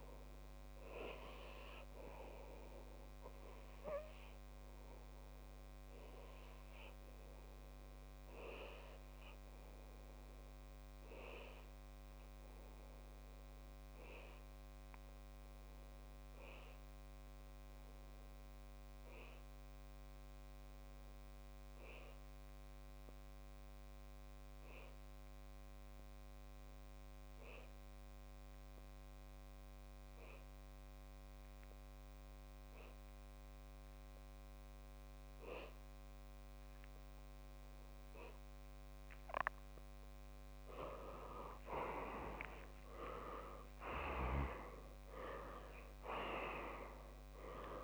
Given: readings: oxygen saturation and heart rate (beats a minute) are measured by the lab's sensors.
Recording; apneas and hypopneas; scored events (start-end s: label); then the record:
breathing in sleep by a microphone on the trachea; 1
3.00-38.50 s: obstructive apnea (oxygen 98% before, 93% lowest)
42.00-46.50 s: arousal
From the record:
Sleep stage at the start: N2 (light sleep); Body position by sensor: on the left side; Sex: male